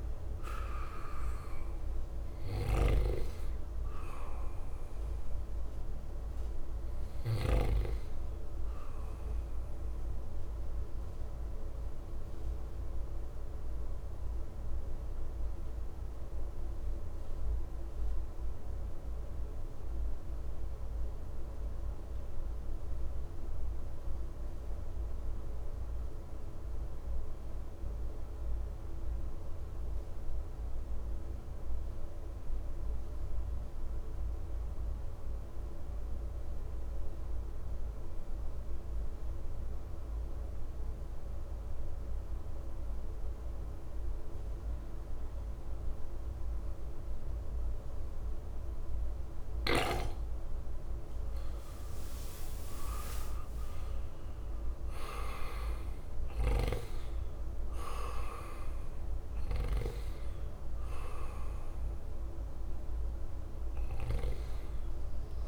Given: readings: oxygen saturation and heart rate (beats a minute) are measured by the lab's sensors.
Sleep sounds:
breathing in sleep by a room microphone; 1
0.00-1.00 s: arousal
0.00-24.50 s: oxygen desaturation (device-marked, oxygen 88% lowest, heart rate 55 extreme)
11.50-49.50 s: mixed apnea (oxygen 96% before, 87% lowest, heart rate 62 before, 55 extreme, up 7 after)
36.50-65.48 s: oxygen desaturation (device-marked, oxygen 99% before, 87% lowest, heart rate 57 before, 56 extreme)
53.00-57.00 s: arousal
From the record:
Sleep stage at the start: N2 (light sleep); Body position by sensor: on the right side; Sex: male

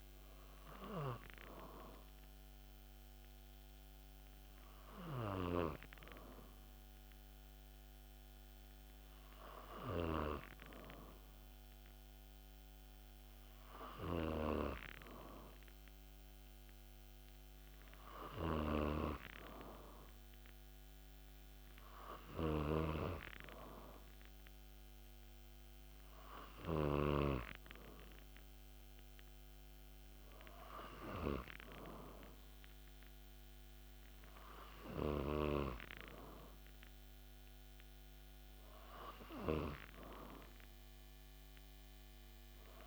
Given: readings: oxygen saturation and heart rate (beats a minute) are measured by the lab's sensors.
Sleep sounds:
breathing in sleep by a microphone on the trachea; none
22.50-27.50 s: snoring (device-marked)
From the record:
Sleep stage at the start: N2 (light sleep); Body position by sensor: on the back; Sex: male

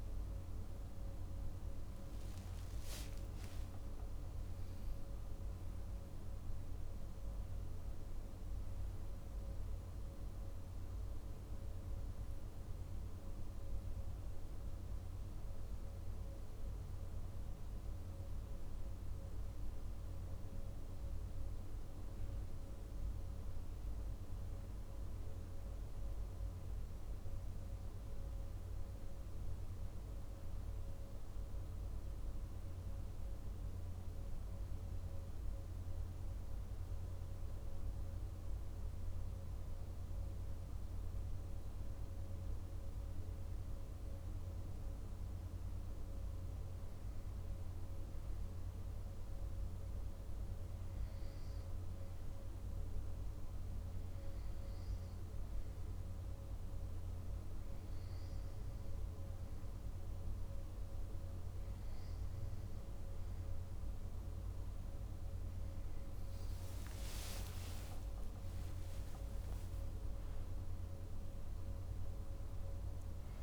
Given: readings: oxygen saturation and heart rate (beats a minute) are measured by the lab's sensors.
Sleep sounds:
breathing in sleep, hard to hear, by a room microphone; none
66.50-71.50 s: arousal
From the record:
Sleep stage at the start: N2 (light sleep); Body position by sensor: on the back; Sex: male

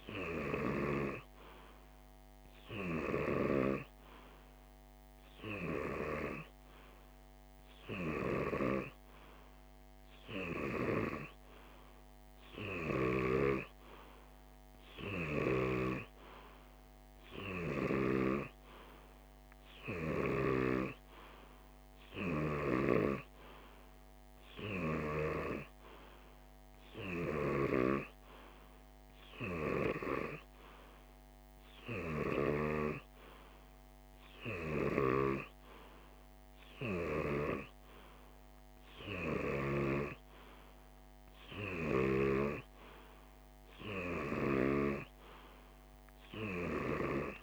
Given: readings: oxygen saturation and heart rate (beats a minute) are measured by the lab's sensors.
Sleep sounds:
breathing in sleep by a microphone on the trachea; none
none scored
From the record:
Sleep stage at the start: N2 (light sleep); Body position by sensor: on the left side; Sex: male

